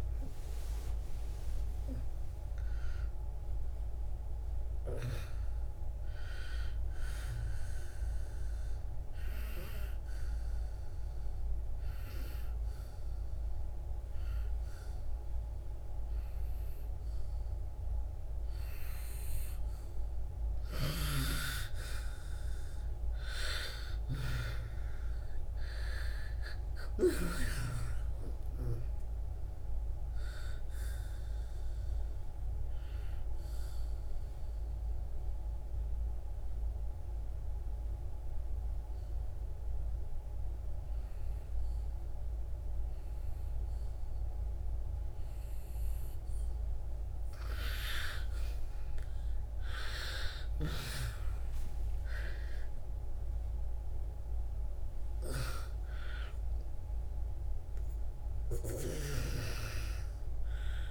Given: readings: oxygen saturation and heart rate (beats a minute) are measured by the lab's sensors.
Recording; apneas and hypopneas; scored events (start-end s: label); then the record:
breathing in sleep by a room microphone; 2
0.00-8.00 s: oxygen desaturation (device-marked, oxygen 92% lowest, heart rate 67 extreme)
9.50-20.00 s: obstructive apnea (oxygen 97% before, 88% lowest, heart rate 72 before, 60 extreme, up 2 after)
19.00-60.90 s: new sleep stage, N2 (light sleep)
21.50-25.50 s: arousal
25.00-46.00 s: oxygen desaturation (device-marked, oxygen 95% before, 88% lowest, heart rate 69 before, 60 extreme)
32.00-47.00 s: mixed apnea (oxygen 96% before, 81% lowest, heart rate 70 before, 60 extreme, up 11 after)
50.00-54.50 s: arousal
54.00-60.90 s: oxygen desaturation (device-marked, oxygen 98% before, 88% lowest, heart rate 65 before, 60 extreme)
From the record:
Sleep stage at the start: N1 (lightest sleep); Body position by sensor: on the back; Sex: female